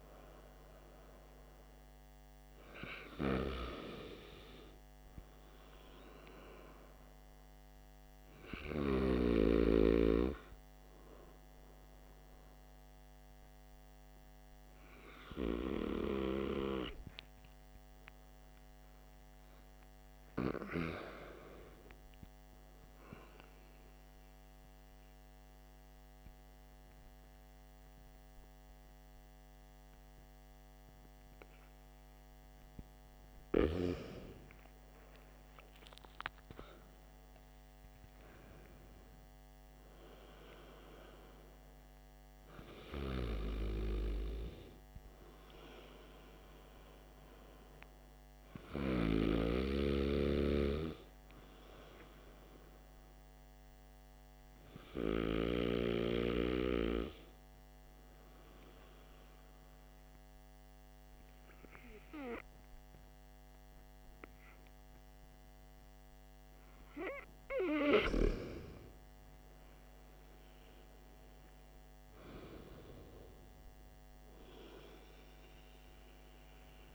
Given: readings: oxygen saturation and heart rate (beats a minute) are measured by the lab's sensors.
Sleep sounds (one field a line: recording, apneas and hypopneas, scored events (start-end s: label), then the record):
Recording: breathing in sleep by a microphone on the trachea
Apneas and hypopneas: 2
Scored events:
0.00-2.50 s: arousal
8.00-20.00 s: hypopnea (oxygen 96% before, 94% lowest, heart rate 57 before, 56 extreme, up 2 after)
22.00-26.50 s: arousal
39.50-44.00 s: arousal
53.50-67.00 s: hypopnea (oxygen 95% before, 93% lowest, heart rate 60 before, 50 extreme, up 7 after)
69.50-73.50 s: arousal
From the record:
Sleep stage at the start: N2 (light sleep)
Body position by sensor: on the back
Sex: male